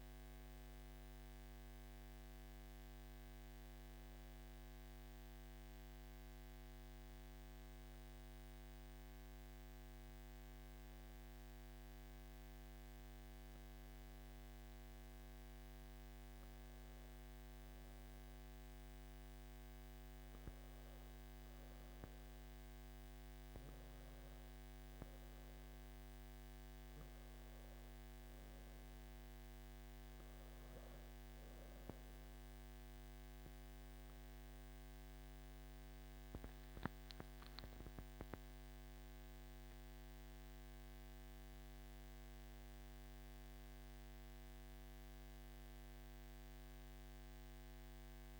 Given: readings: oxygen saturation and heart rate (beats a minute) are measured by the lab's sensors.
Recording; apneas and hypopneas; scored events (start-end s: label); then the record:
breathing in sleep, hard to hear, by a microphone on the trachea; none
none scored
From the record:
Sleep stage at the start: N3 (deep sleep); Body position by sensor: on the back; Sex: male